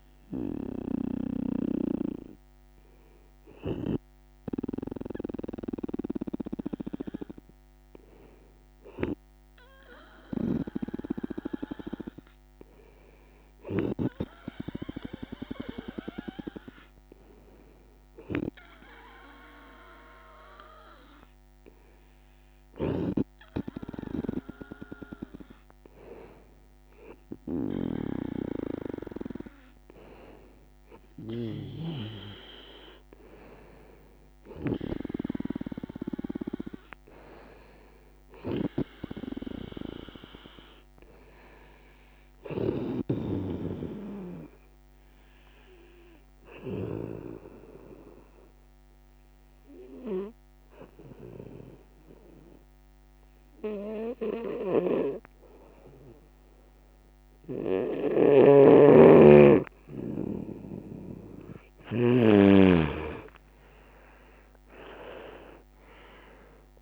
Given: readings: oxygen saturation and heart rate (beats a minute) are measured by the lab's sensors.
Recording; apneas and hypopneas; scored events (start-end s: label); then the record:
breathing in sleep by a microphone on the trachea; 2
0.00-14.00 s: oxygen desaturation (device-marked, oxygen 92% lowest, heart rate 70 extreme)
3.00-23.00 s: hypopnea (oxygen 98% before, 92% lowest, heart rate 73 before, 72 extreme)
22.50-31.50 s: snoring (device-marked)
26.50-29.50 s: arousal
45.50-60.50 s: obstructive apnea (oxygen 98% before, 91% lowest, heart rate 73 before, 68 extreme, up 7 after)
58.00-62.00 s: snoring (device-marked)
63.50-66.82 s: arousal
From the record:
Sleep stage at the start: N2 (light sleep); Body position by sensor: on the right side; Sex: male